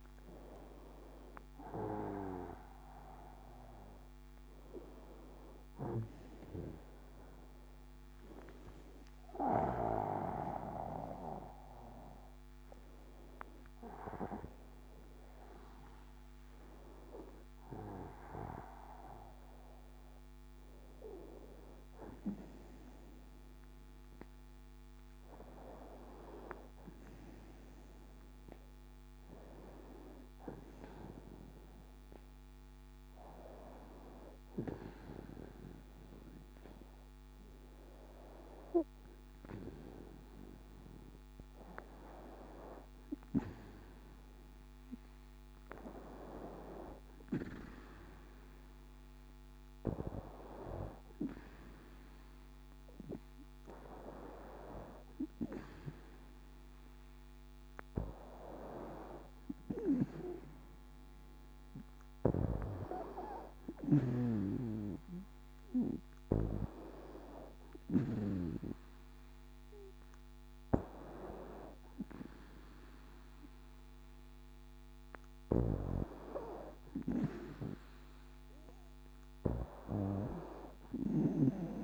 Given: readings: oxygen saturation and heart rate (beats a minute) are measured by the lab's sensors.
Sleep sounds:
breathing in sleep by a microphone on the trachea; none
36.00-81.83 s: new sleep stage, N2 (light sleep)
From the record:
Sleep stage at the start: N1 (lightest sleep); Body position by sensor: on the back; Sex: female

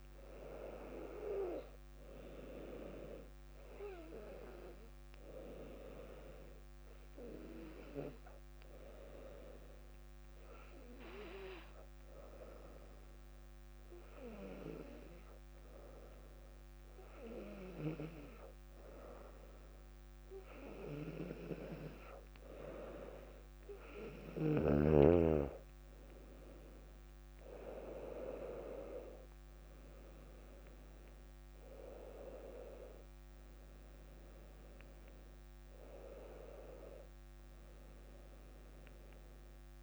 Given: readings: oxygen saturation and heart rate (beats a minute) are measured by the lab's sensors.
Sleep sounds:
breathing in sleep by a microphone on the trachea; 1
1.50-11.50 s: oxygen desaturation (device-marked, oxygen 98% before, 94% lowest, heart rate 60 before, 58 extreme)
7.50-20.50 s: hypopnea (oxygen 98% before, 94% lowest, heart rate 60 before, 58 extreme, up 3 after)
26.50-30.50 s: arousal
From the record:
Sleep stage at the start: N2 (light sleep); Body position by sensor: on the back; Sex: female

